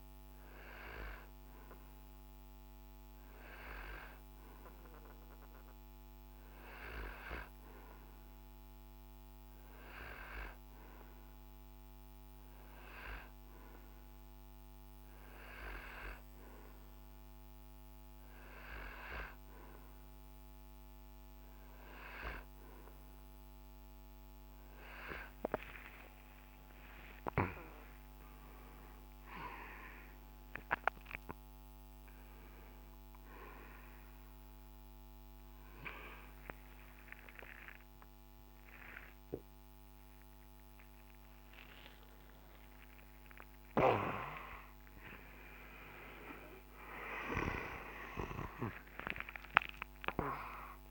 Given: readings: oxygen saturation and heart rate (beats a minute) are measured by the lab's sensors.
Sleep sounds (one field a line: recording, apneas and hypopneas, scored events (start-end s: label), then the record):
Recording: a person awake in a sleep study, by a microphone on the trachea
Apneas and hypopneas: none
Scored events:
24.50-50.91 s: new sleep stage, awake
45.00-47.00 s: long interval between heartbeats (device-marked, heart rate 72 before, 79 extreme)
From the record:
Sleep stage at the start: N2 (light sleep)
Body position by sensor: on the right side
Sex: male